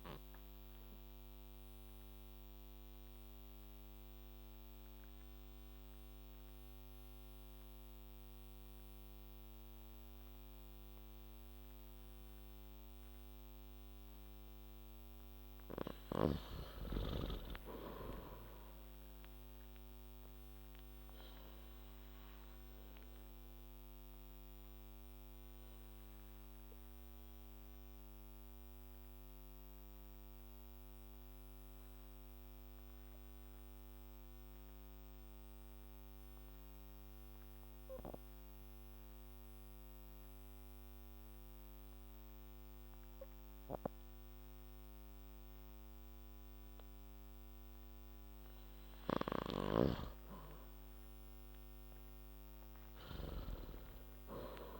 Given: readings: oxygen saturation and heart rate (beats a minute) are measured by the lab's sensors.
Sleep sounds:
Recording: breathing in sleep by a microphone on the trachea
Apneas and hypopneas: 2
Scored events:
2.00-15.50 s: obstructive apnea (oxygen 98% before, 86% lowest, heart rate 57 before, 51 extreme, up 8 after)
10.50-19.50 s: oxygen desaturation (device-marked, oxygen 95% before, 90% lowest, heart rate 58 before, 51 extreme)
17.50-20.50 s: arousal
23.50-50.00 s: obstructive apnea (oxygen 98% before, 85% lowest, heart rate 56 before, 51 extreme, up 8 after)
38.50-48.50 s: oxygen desaturation (device-marked, oxygen 95% before, 90% lowest, heart rate 56 before, 51 extreme)
51.00-54.00 s: arousal
From the record:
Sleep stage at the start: N2 (light sleep)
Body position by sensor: on the back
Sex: male

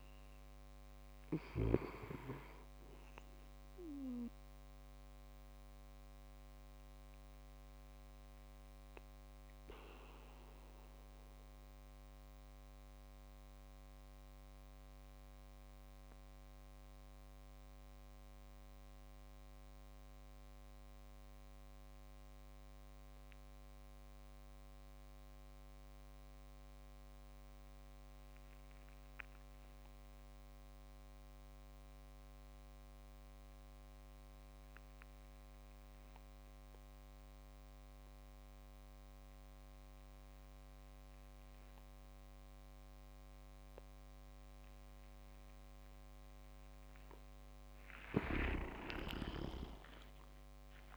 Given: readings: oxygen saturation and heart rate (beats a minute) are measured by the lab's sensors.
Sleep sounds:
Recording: breathing in sleep by a microphone on the trachea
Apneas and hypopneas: 1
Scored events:
0.00-7.00 s: oxygen desaturation (device-marked, oxygen 94% lowest)
4.50-46.50 s: mixed apnea (oxygen 99% before, 93% lowest)
42.00-50.97 s: oxygen desaturation (device-marked, oxygen 99% before, 93% lowest)
48.00-50.97 s: snoring (device-marked)
49.00-50.97 s: arousal
From the record:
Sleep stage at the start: N2 (light sleep)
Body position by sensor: on the back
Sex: male

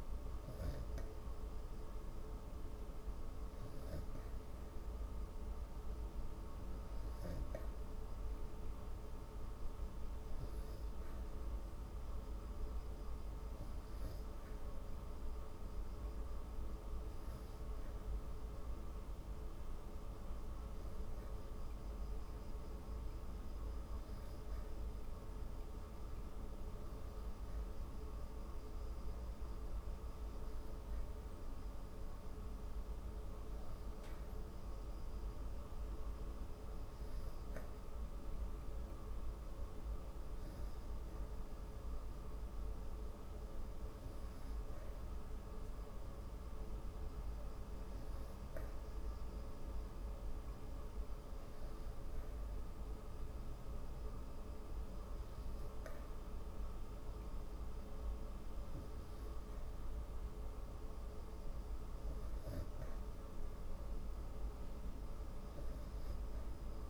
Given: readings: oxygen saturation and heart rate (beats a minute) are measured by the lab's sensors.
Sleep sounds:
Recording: breathing in sleep, hard to hear, by a room microphone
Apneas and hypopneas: none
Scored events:
none scored
From the record:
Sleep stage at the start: N3 (deep sleep)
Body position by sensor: on the back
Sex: female

